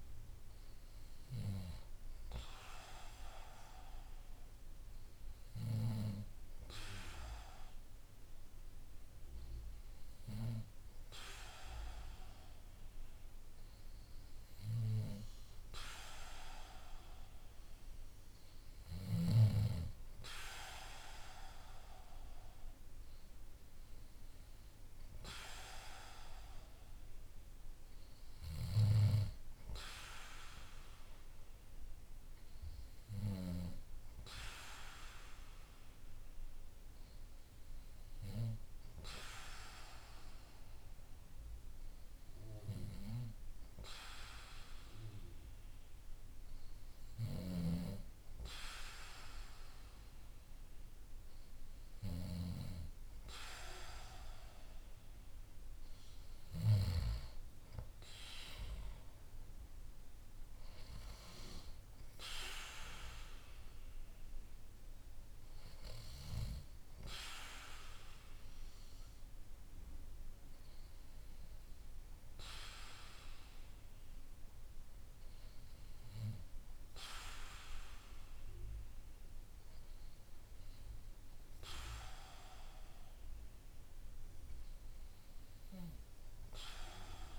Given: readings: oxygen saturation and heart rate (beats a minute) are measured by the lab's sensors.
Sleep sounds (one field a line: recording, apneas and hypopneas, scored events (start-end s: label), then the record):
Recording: breathing in sleep by a room microphone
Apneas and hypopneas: none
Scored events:
28.00-33.00 s: snoring (device-marked)
From the record:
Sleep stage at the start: N2 (light sleep)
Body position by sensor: on the back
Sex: male